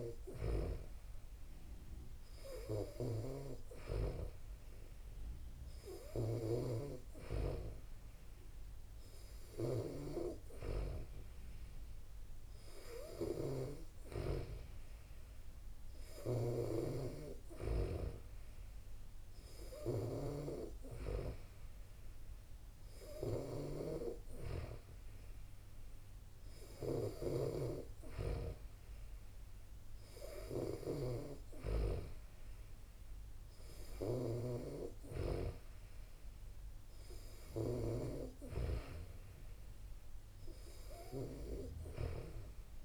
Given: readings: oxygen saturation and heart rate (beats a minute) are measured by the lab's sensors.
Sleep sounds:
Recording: breathing in sleep by a room microphone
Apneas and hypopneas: none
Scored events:
0.00-14.00 s: snoring (device-marked)
16.00-38.00 s: snoring (device-marked)
From the record:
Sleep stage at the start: N2 (light sleep)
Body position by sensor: on the back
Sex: female

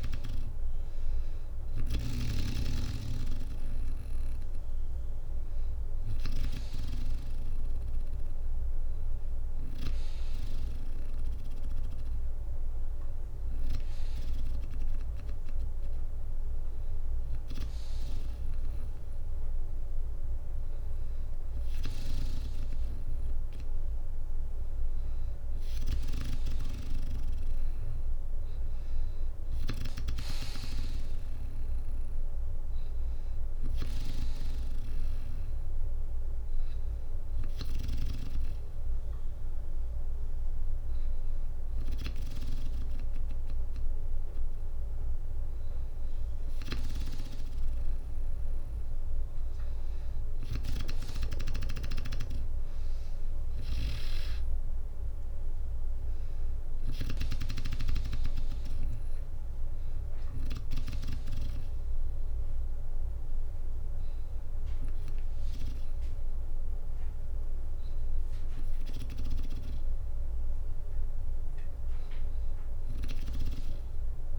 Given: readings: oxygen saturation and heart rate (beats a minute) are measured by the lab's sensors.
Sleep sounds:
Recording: breathing in sleep by a room microphone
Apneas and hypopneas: none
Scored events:
0.00-1.50 s: snoring (device-marked)
4.00-21.00 s: oxygen desaturation (device-marked, oxygen 97% before, 94% lowest, heart rate 61 before, 60 extreme)
53.00-67.00 s: drop in pulse transit time (device-marked, heart rate 63 before, 59 extreme)
62.00-68.00 s: bradycardia (device-marked, heart rate 62 before, 59 extreme)
From the record:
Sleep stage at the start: N2 (light sleep)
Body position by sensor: on the back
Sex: female

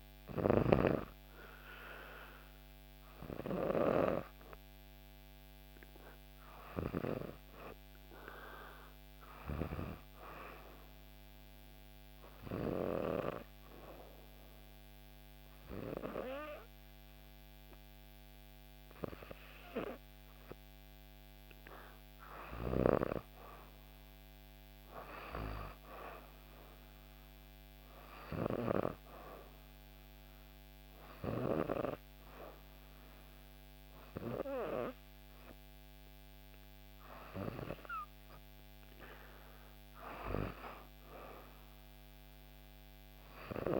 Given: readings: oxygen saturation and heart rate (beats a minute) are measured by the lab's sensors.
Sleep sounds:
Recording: breathing in sleep by a microphone on the trachea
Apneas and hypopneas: 1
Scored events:
0.50-4.50 s: arousal
10.50-21.50 s: hypopnea (oxygen 96% before, 94% lowest, heart rate 65 before, 63 extreme, up 3 after)
23.50-27.50 s: arousal
From the record:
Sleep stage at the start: N2 (light sleep)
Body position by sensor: on the back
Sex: female

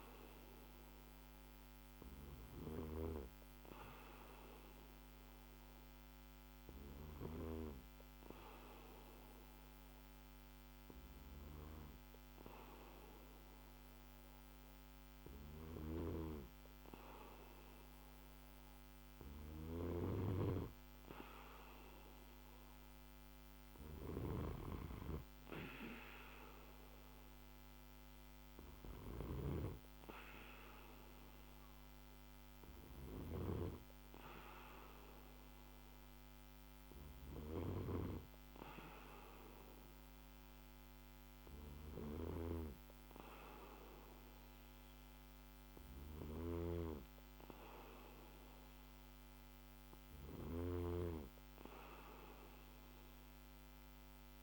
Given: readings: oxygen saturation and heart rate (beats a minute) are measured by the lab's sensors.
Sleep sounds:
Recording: a person awake in a sleep study, by a microphone on the trachea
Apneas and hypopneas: none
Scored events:
1.00-31.00 s: new sleep stage, awake
31.00-54.43 s: new sleep stage, N2 (light sleep)
From the record:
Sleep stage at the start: N2 (light sleep)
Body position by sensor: on the back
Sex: male

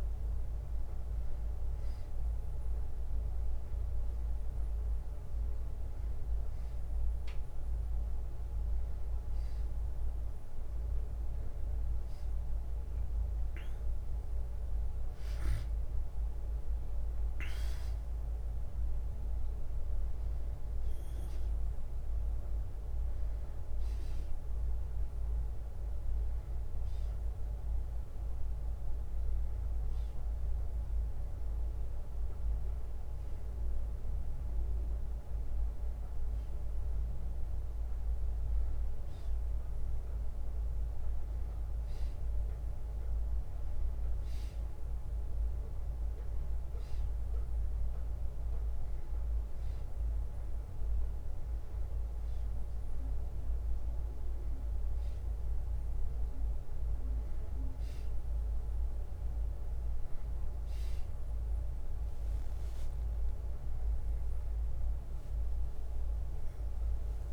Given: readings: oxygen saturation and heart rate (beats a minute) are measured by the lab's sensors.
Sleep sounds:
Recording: a person awake in a sleep study, hard to hear, by a room microphone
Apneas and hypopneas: none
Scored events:
18.50-23.00 s: arousal
34.00-36.00 s: long interval between heartbeats (device-marked, heart rate 63 before, 66 extreme)
51.50-53.50 s: long interval between heartbeats (device-marked, heart rate 63 before, 66 extreme)
From the record:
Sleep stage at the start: awake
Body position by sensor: on the back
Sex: male

